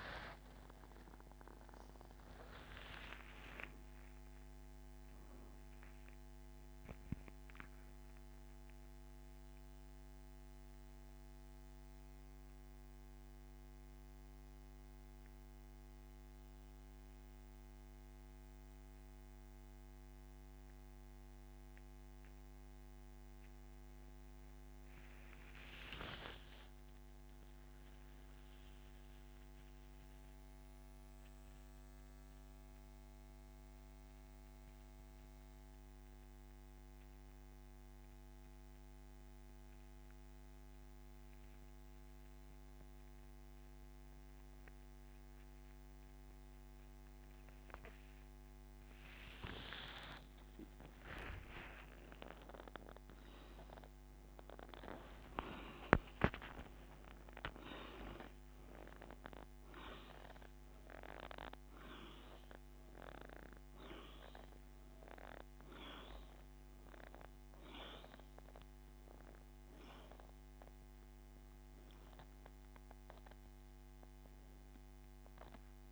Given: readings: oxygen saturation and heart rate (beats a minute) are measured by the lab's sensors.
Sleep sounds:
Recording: breathing in sleep by a microphone on the trachea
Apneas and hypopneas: 1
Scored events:
0.00-4.00 s: arousal
0.00-6.00 s: oxygen desaturation (device-marked, oxygen 93% lowest)
8.00-48.50 s: mixed apnea (oxygen 98% before, 83% lowest)
15.00-46.00 s: oxygen desaturation (device-marked, oxygen 94% before, 89% lowest)
50.50-55.50 s: arousal
68.00-75.92 s: oxygen desaturation (device-marked, oxygen 96% before, 89% lowest)
From the record:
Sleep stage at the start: N2 (light sleep)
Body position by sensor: on the back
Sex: male

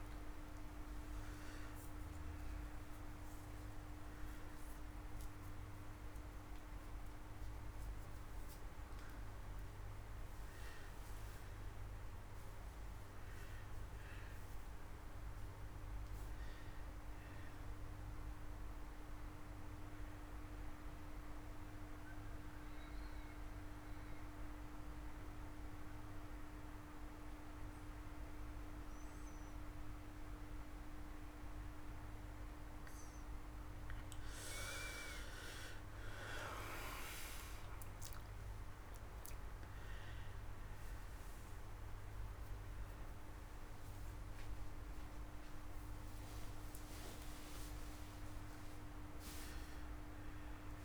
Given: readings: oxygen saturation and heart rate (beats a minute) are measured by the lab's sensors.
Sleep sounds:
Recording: breathing in sleep, hard to hear, by a room microphone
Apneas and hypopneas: 1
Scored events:
1.00-6.00 s: arousal
20.50-34.00 s: obstructive apnea (oxygen 99% before, 89% lowest)
34.00-40.00 s: oxygen desaturation (device-marked, oxygen 95% before, 90% lowest)
36.50-41.00 s: arousal
37.00-50.85 s: new sleep stage, N1 (lightest sleep)
46.00-50.85 s: oxygen desaturation (device-marked, oxygen 94% before, 89% lowest)
From the record:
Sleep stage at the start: N2 (light sleep)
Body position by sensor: on the back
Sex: male

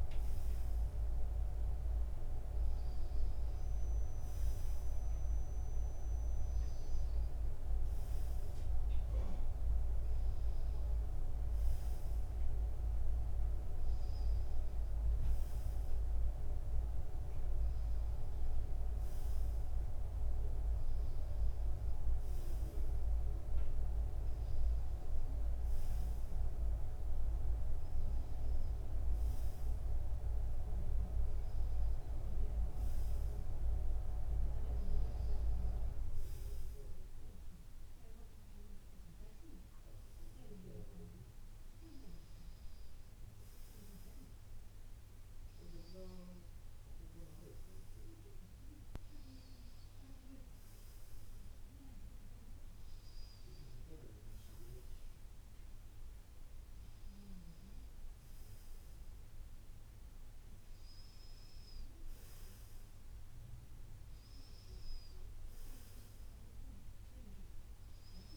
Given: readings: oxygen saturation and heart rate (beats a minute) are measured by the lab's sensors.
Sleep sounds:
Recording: breathing in sleep by a room microphone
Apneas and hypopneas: none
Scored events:
none scored
From the record:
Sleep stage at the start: N2 (light sleep)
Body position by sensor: on the front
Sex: male

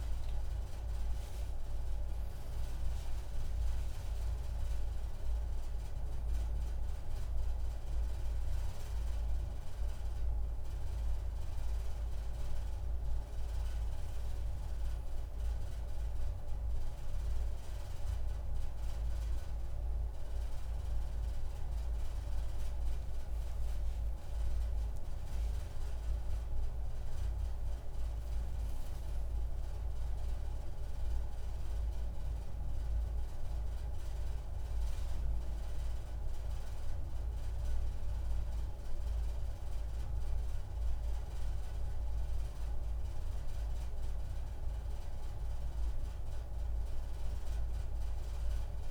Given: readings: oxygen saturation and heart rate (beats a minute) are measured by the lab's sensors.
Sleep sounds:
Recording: a person awake in a sleep study, hard to hear, by a room microphone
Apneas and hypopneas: none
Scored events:
27.00-48.90 s: new sleep stage, N1 (lightest sleep)
From the record:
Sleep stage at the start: awake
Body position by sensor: on the right side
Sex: male

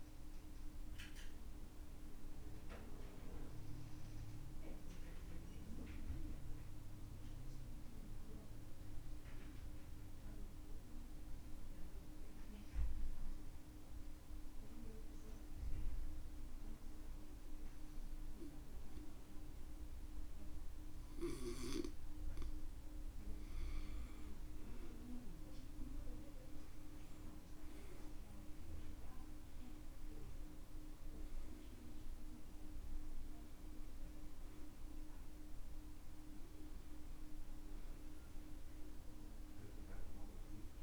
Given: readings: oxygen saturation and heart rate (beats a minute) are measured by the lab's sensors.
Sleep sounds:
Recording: breathing in sleep by a room microphone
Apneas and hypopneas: 1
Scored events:
4.50-22.50 s: obstructive apnea (oxygen 98% before, 92% lowest, heart rate 67 before, 59 extreme, up 11 after)
24.50-30.00 s: arousal
29.00-40.83 s: oxygen desaturation (device-marked, oxygen 97% before, 92% lowest, heart rate 63 before, 59 extreme)
From the record:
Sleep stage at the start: N2 (light sleep)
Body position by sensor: on the back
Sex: male

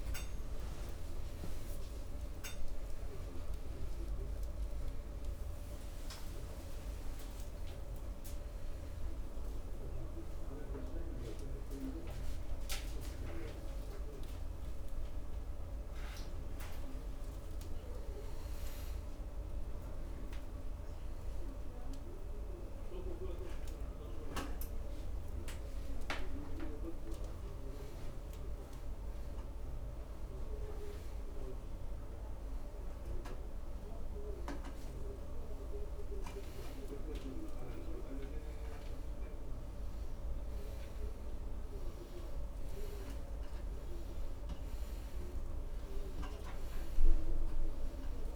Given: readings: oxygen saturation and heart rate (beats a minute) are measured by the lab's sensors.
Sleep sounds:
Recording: a person awake in a sleep study, by a room microphone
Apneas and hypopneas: none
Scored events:
none scored
From the record:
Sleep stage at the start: awake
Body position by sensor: upright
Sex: male

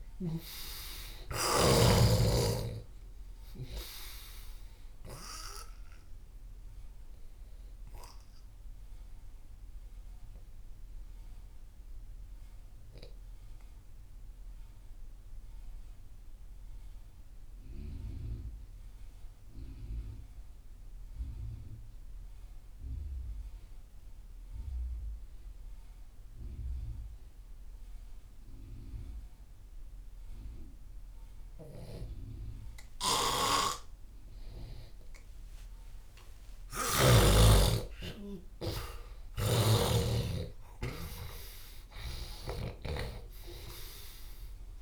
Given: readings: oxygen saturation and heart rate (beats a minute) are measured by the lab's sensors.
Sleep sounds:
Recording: breathing in sleep by a room microphone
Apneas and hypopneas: 1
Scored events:
0.00-2.00 s: snoring (device-marked)
0.00-26.50 s: oxygen desaturation (device-marked, oxygen 82% lowest)
7.00-33.50 s: obstructive apnea (oxygen 98% before, 82% lowest)
32.50-44.82 s: oxygen desaturation (device-marked, oxygen 98% before, 83% lowest)
33.00-43.00 s: snoring (device-marked)
35.50-38.50 s: arousal
From the record:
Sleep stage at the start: N2 (light sleep)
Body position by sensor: on the left side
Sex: male

